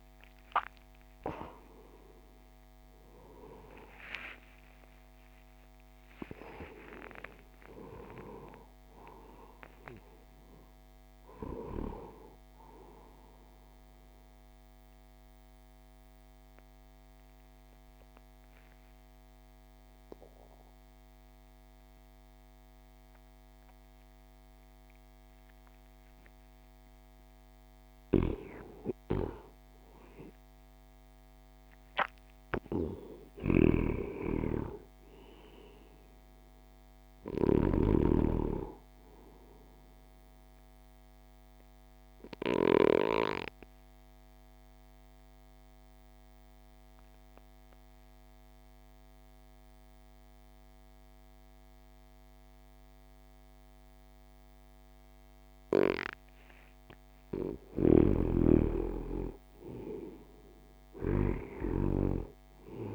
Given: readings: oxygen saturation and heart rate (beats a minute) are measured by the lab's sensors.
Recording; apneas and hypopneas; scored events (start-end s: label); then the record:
breathing in sleep by a microphone on the trachea; 2
0.00-9.00 s: oxygen desaturation (device-marked, oxygen 84% lowest)
7.00-10.50 s: arousal
14.50-27.00 s: obstructive apnea (oxygen 100% before, 90% lowest)
28.50-32.00 s: arousal
33.00-50.00 s: oxygen desaturation (device-marked, oxygen 99% before, 90% lowest)
33.50-38.00 s: snoring (device-marked)
40.50-57.50 s: obstructive apnea (oxygen 100% before, 84% lowest)
58.00-62.95 s: snoring (device-marked)
58.50-62.00 s: arousal
From the record:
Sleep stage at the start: N2 (light sleep); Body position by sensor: on the back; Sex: male